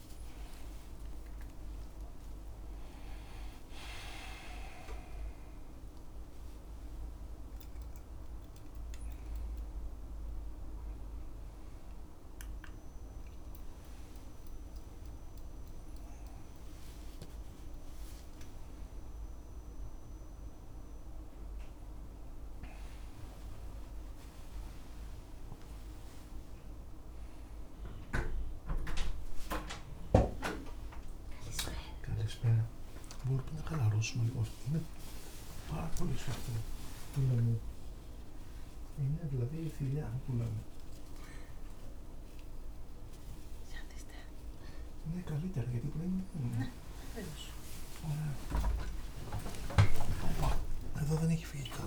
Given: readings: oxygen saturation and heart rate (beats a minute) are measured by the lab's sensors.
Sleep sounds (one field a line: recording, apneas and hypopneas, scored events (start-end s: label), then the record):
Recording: a person awake in a sleep study, by a room microphone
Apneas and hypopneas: none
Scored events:
0.00-1.50 s: snoring (device-marked)
3.50-7.00 s: snoring (device-marked)
36.00-38.00 s: long interval between heartbeats (device-marked, heart rate 85 before, 88 extreme)
44.50-51.87 s: snoring (device-marked)
49.00-51.87 s: tachycardia (device-marked, heart rate 74 before, 117 extreme)
50.50-51.87 s: long interval between heartbeats (device-marked, heart rate 86 before, 90 extreme)
From the record:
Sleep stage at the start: awake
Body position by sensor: on the back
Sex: male